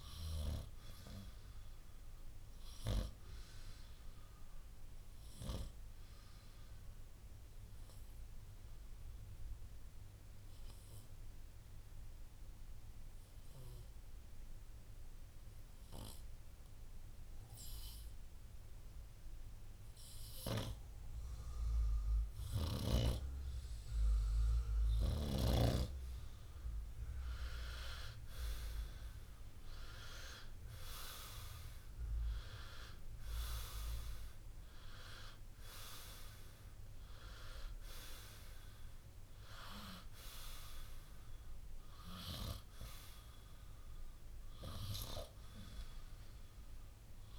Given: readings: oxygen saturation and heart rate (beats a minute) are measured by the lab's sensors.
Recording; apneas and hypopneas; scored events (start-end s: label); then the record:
breathing in sleep by a room microphone; 1
0.00-21.00 s: oxygen desaturation (device-marked, oxygen 97% before, 90% lowest, heart rate 61 before, 58 extreme)
3.00-23.00 s: obstructive apnea (oxygen 97% before, 90% lowest, heart rate 62 before, 59 extreme, up 5 after)
25.50-29.00 s: arousal
From the record:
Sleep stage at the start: N2 (light sleep); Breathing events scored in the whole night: 265 in 4.4 hours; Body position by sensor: on the right side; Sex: male